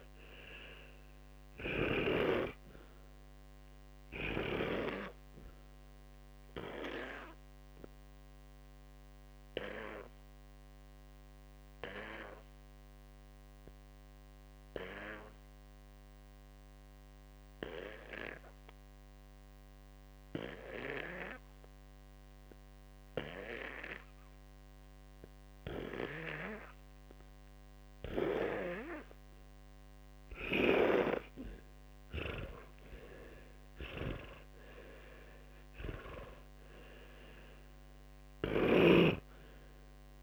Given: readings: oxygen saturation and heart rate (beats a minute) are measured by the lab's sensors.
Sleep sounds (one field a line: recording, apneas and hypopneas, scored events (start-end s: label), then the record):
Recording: breathing in sleep by a microphone on the trachea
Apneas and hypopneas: 1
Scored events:
0.00-2.00 s: snoring (device-marked)
0.00-28.50 s: oxygen desaturation (device-marked, oxygen 91% lowest, heart rate 56 extreme)
6.50-29.50 s: obstructive apnea (oxygen 100% before, 91% lowest, heart rate 67 before, 57 extreme, up 29 after)
30.00-34.50 s: arousal
33.50-38.50 s: snoring (device-marked)
From the record:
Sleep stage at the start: N2 (light sleep)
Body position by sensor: on the back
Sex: male